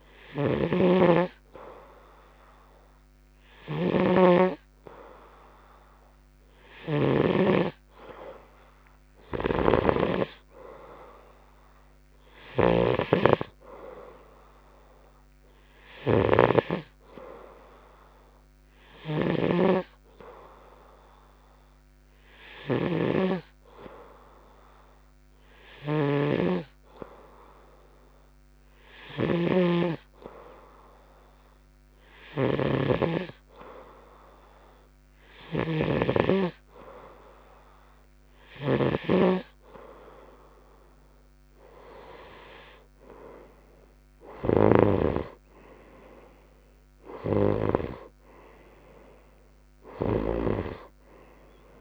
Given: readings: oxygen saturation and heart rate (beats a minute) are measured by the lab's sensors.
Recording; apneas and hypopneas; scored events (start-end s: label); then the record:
breathing in sleep by a microphone on the trachea; none
0.00-51.00 s: snoring (device-marked)
14.50-26.50 s: oxygen desaturation (device-marked, oxygen 93% before, 90% lowest)
From the record:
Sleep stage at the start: N2 (light sleep); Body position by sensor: on the right side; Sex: male